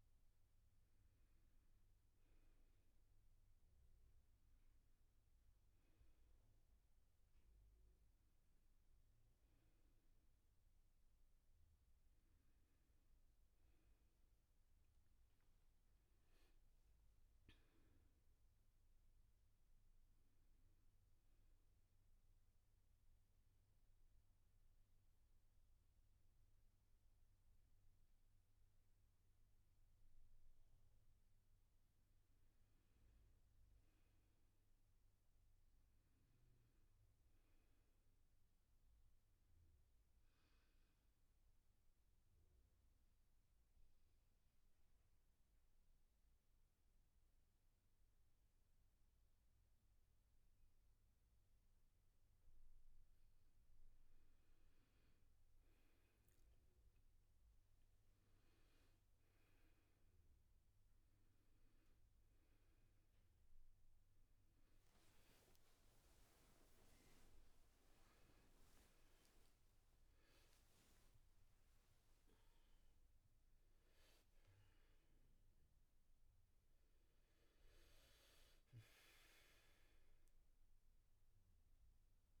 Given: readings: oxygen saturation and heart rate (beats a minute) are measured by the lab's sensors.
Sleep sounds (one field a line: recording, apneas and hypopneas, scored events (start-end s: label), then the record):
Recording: breathing in sleep, hard to hear, by a room microphone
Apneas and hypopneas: 2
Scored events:
0.00-9.00 s: oxygen desaturation (device-marked, oxygen 93% lowest, heart rate 63 extreme)
14.50-18.00 s: arousal
21.00-32.00 s: mixed apnea (oxygen 98% before, 90% lowest, heart rate 75 before, 63 extreme, up 8 after)
34.00-37.00 s: arousal
38.00-46.00 s: oxygen desaturation (device-marked, oxygen 98% before, 95% lowest, heart rate 71 before, 66 extreme)
41.00-52.50 s: obstructive apnea (oxygen 98% before, 90% lowest, heart rate 69 before, 68 extreme, up 7 after)
58.00-82.00 s: oxygen desaturation (device-marked, oxygen 97% before, 90% lowest, heart rate 69 before, 72 extreme)
72.00-82.40 s: new sleep stage, awake
From the record:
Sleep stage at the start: N2 (light sleep)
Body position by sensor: on the back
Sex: male